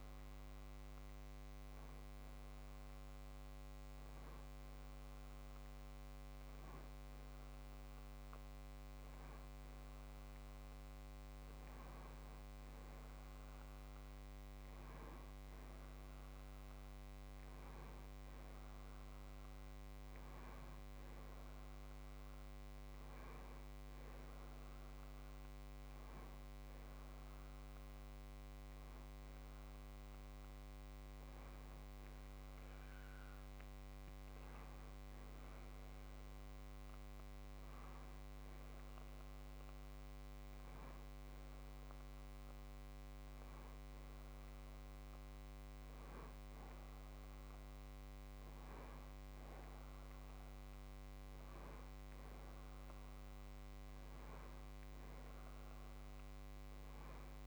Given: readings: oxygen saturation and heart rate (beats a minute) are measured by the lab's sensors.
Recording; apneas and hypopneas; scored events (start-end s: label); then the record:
breathing in sleep, hard to hear, by a microphone on the trachea; none
none scored
From the record:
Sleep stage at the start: N1 (lightest sleep); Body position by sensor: on the back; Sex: male